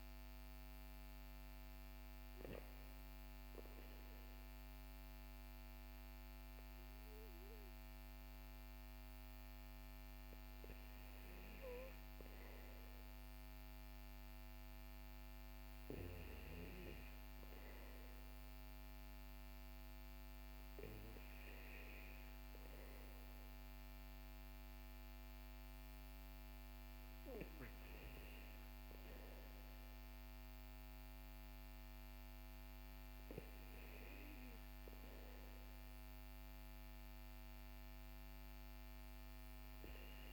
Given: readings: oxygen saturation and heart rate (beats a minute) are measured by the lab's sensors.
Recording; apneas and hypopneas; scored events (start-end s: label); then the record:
breathing in sleep by a microphone on the trachea; none
30.00-40.33 s: new sleep stage, REM sleep
From the record:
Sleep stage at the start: N2 (light sleep); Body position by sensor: on the back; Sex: male